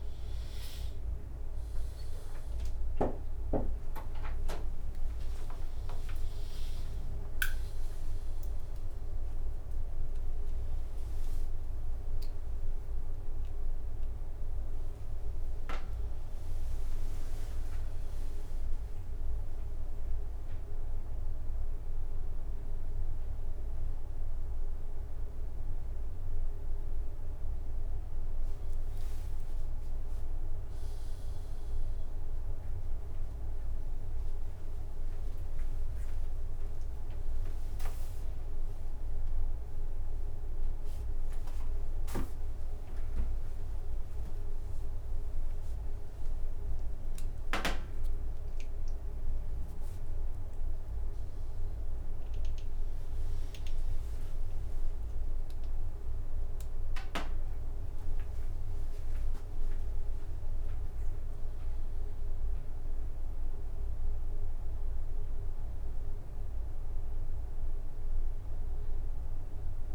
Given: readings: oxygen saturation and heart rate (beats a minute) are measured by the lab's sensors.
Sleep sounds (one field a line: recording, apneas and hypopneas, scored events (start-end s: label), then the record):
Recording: a person partly awake in a sleep study, hard to hear, by a room microphone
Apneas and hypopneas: none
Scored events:
5.00-7.00 s: long interval between heartbeats (device-marked, heart rate 74 before, 88 extreme)
5.50-8.50 s: tachycardia (device-marked, heart rate 67 before, 98 extreme)
8.50-10.50 s: long interval between heartbeats (device-marked, heart rate 79 before, 106 extreme)
10.00-15.00 s: arousal
11.00-13.00 s: long interval between heartbeats (device-marked, heart rate 82 before, 90 extreme)
13.50-43.50 s: new sleep stage, N1 (lightest sleep)
43.50-69.95 s: new sleep stage, awake
54.50-56.50 s: long interval between heartbeats (device-marked, heart rate 73 before, 96 extreme)
From the record:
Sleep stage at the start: N2 (light sleep)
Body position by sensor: on the back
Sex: male